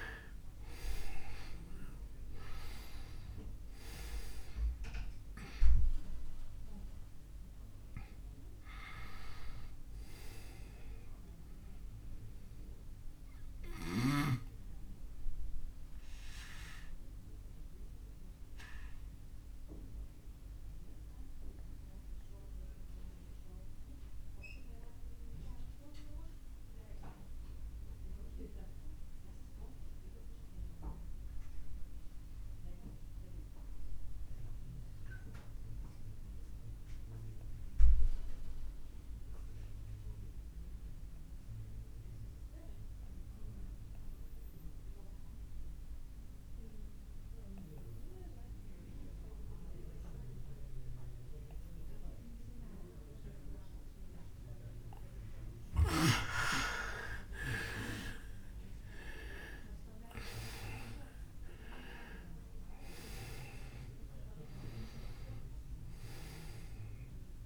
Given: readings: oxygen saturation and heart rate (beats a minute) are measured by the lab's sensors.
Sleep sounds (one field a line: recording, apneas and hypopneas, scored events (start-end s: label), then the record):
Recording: breathing in sleep by a room microphone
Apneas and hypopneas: 1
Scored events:
0.00-3.50 s: arousal
0.00-29.50 s: oxygen desaturation (device-marked, oxygen 86% lowest, heart rate 26 extreme)
14.00-54.00 s: obstructive apnea (oxygen 99% before, 82% lowest, heart rate 66 before, 26 extreme, up 41 after)
48.50-67.46 s: oxygen desaturation (device-marked, oxygen 98% before, 82% lowest, heart rate 41 before, 26 extreme)
58.00-62.50 s: arousal
From the record:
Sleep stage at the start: N2 (light sleep)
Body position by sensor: on the back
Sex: male